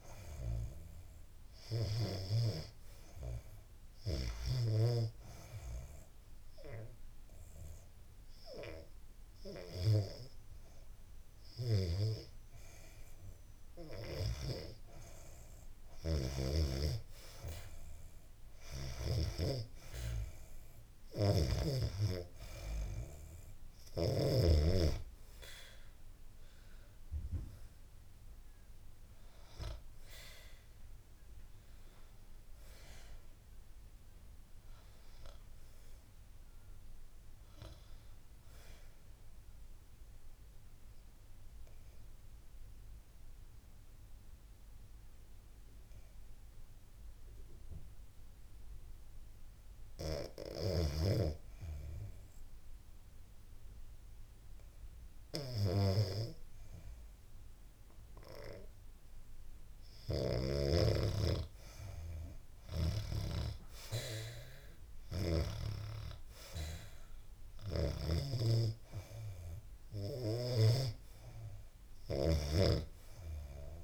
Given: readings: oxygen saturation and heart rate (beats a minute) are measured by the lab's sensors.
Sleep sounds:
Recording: breathing in sleep by a room microphone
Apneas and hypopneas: 2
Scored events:
0.00-3.50 s: snoring (device-marked)
0.00-10.00 s: oxygen desaturation (device-marked, oxygen 87% lowest, heart rate 75 extreme)
4.00-15.00 s: hypopnea (oxygen 98% before, 87% lowest, heart rate 73 before, 77 extreme, up 4 after)
23.50-27.00 s: arousal
37.50-48.50 s: obstructive apnea (oxygen 94% before, 88% lowest, heart rate 82 before, 75 extreme, up 1 after)
39.00-73.84 s: new sleep stage, REM sleep
51.50-55.00 s: arousal
55.00-73.84 s: oxygen desaturation (device-marked, oxygen 96% before, 89% lowest, heart rate 77 before, 74 extreme)
From the record:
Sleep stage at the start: N2 (light sleep)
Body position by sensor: on the back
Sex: female

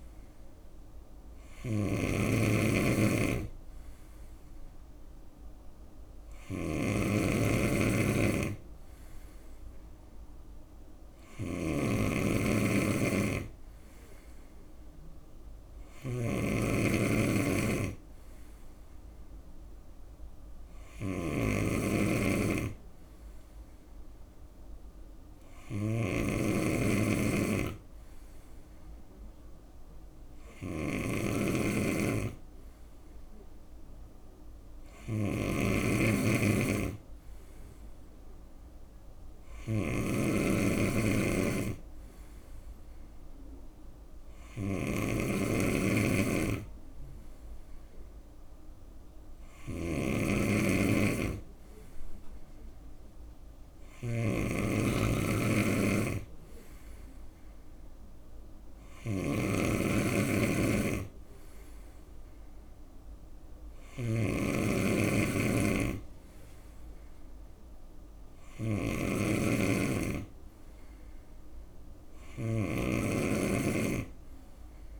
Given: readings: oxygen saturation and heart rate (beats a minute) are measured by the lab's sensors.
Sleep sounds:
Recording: breathing in sleep by a room microphone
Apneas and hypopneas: none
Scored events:
0.00-74.99 s: snoring (device-marked)
14.00-26.00 s: drop in pulse transit time (device-marked, heart rate 73 before, 68 extreme)
From the record:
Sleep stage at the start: N2 (light sleep)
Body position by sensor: on the right side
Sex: male

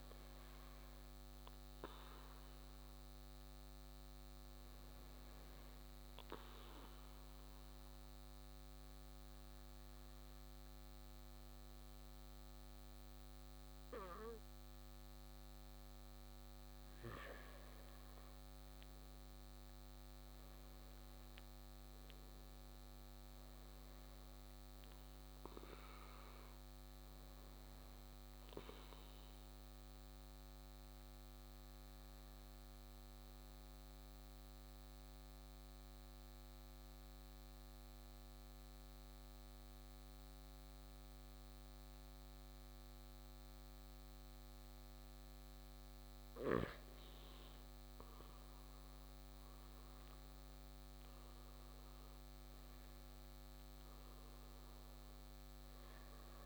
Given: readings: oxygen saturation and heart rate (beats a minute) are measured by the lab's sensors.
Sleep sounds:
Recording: breathing in sleep, hard to hear, by a microphone on the trachea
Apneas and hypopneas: 2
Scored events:
5.50-16.50 s: obstructive apnea (oxygen 97% before, 94% lowest, heart rate 66 before, 59 extreme, up 7 after)
18.50-22.00 s: arousal
30.00-47.00 s: obstructive apnea (oxygen 97% before, 94% lowest, heart rate 64 before, 59 extreme, up 8 after)
49.50-52.50 s: arousal
From the record:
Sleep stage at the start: N2 (light sleep)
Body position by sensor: on the right side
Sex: male

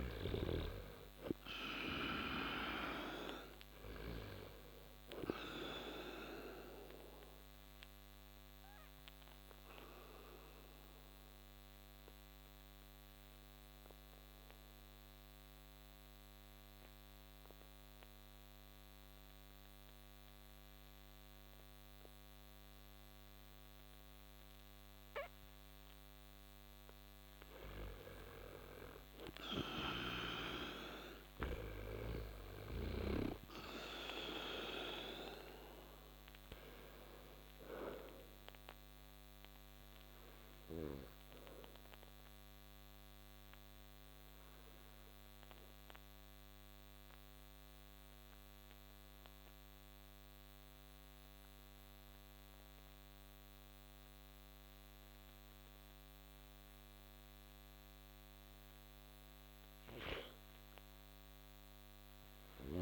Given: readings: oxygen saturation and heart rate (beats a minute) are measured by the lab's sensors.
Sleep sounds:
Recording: breathing in sleep by a microphone on the trachea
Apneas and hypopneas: 2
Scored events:
0.00-1.50 s: arousal
6.50-26.00 s: obstructive apnea (oxygen 97% before, 89% lowest)
7.00-19.00 s: oxygen desaturation (device-marked, oxygen 97% before, 92% lowest)
21.00-27.00 s: oxygen desaturation (device-marked, oxygen 94% before, 90% lowest)
28.50-31.50 s: arousal
33.00-62.00 s: oxygen desaturation (device-marked, oxygen 97% before, 89% lowest)
39.50-58.00 s: obstructive apnea (oxygen 97% before, 89% lowest)
60.50-62.82 s: arousal
From the record:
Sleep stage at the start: N2 (light sleep)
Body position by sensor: on the back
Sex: male

